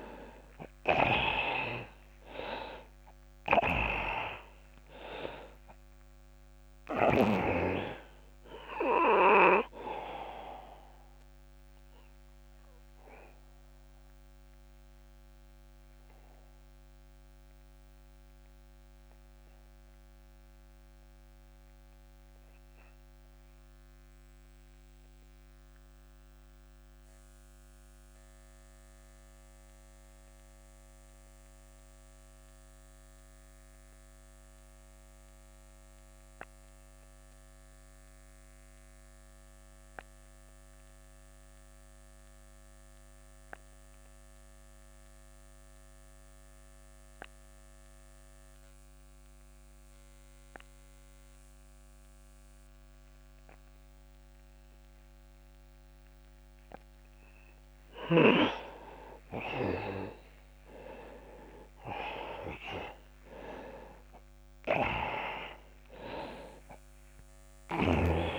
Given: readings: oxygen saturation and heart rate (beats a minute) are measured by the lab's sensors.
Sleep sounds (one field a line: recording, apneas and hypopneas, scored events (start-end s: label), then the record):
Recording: breathing in sleep by a microphone on the trachea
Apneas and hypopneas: 1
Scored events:
0.00-3.00 s: arousal
0.00-33.50 s: oxygen desaturation (device-marked, oxygen 86% lowest)
9.00-57.00 s: obstructive apnea (oxygen 99% before, 85% lowest)
52.50-68.39 s: oxygen desaturation (device-marked, oxygen 98% before, 85% lowest)
61.00-65.50 s: arousal
From the record:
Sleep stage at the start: N2 (light sleep)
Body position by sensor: on the back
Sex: male